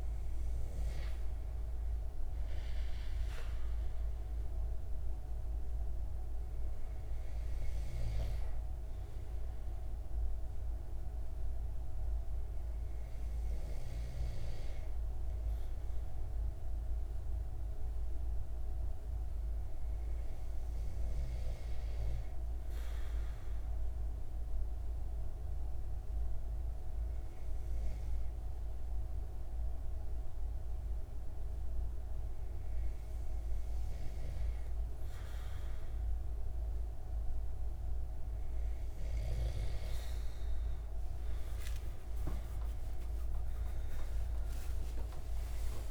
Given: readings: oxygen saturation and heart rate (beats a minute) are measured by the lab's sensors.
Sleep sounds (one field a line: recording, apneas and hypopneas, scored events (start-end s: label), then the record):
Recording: breathing in sleep, hard to hear, by a room microphone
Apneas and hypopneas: 1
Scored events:
22.50-34.50 s: hypopnea (oxygen 97% before, 92% lowest)
42.50-45.91 s: arousal
From the record:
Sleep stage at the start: N2 (light sleep)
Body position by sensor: on the back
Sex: male